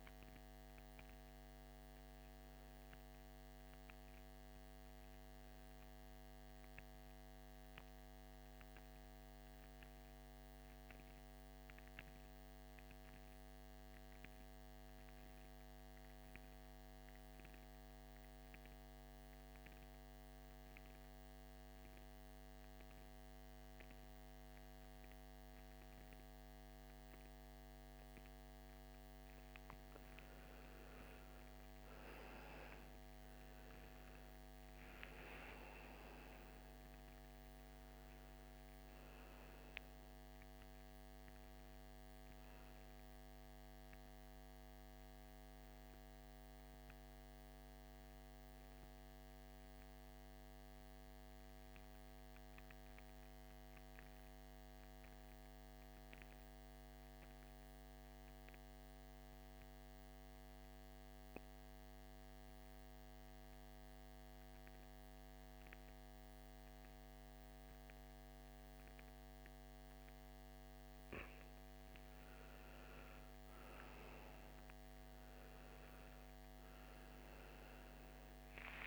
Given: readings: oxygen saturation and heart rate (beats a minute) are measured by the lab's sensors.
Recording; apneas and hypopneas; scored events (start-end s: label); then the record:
breathing in sleep, hard to hear, by a microphone on the trachea; 2
0.00-13.50 s: oxygen desaturation (device-marked, oxygen 87% lowest, heart rate 55 extreme)
8.00-29.00 s: mixed apnea (oxygen 97% before, 85% lowest, heart rate 65 before, 55 extreme, up 12 after)
28.50-55.50 s: oxygen desaturation (device-marked, oxygen 98% before, 85% lowest, heart rate 57 before, 56 extreme)
32.50-37.50 s: arousal
53.00-71.00 s: mixed apnea (oxygen 98% before, 83% lowest, heart rate 66 before, 56 extreme, up 10 after)
72.50-78.87 s: oxygen desaturation (device-marked, oxygen 98% before, 87% lowest, heart rate 57 before, 56 extreme)
75.00-78.87 s: arousal
From the record:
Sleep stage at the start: N2 (light sleep); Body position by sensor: on the back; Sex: male